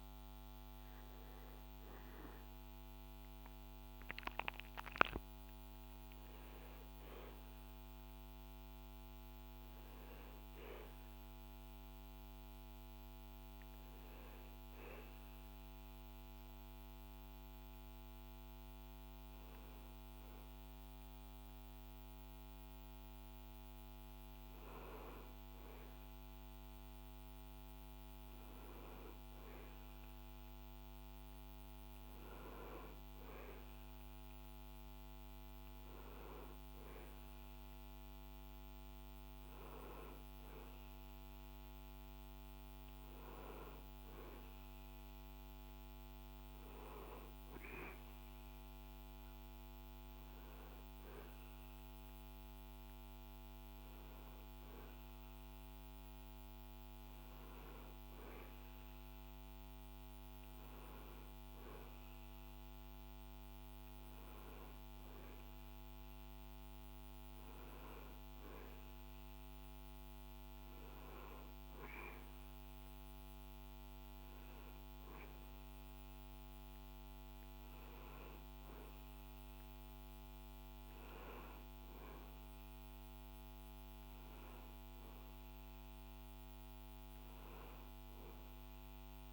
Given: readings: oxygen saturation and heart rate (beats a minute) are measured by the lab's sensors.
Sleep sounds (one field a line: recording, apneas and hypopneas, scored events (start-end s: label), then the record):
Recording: breathing in sleep, hard to hear, by a microphone on the trachea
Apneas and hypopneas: none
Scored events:
none scored
From the record:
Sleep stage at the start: N1 (lightest sleep)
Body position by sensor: on the back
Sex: male